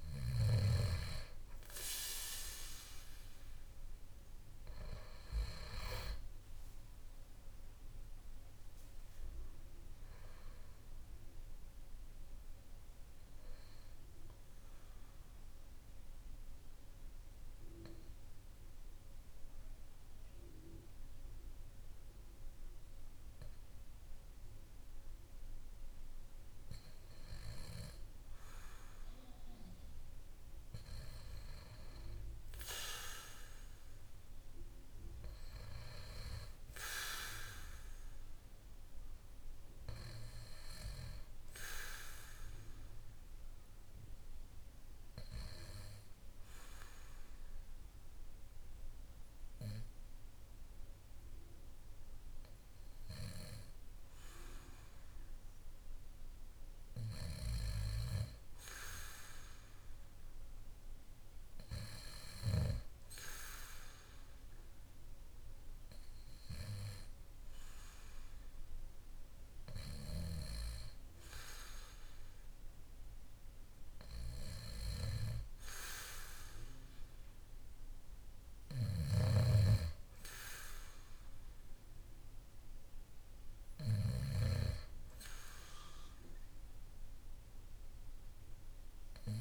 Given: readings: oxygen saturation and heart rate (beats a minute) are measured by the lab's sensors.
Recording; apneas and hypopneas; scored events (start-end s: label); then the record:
breathing in sleep by a room microphone; 1
3.50-7.00 s: arousal
32.50-36.00 s: arousal
43.50-56.00 s: hypopnea (oxygen 96% before, 94% lowest, heart rate 54 before, 52 extreme, up 4 after)
58.50-62.50 s: arousal
From the record:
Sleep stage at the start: N2 (light sleep); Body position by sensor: on the back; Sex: male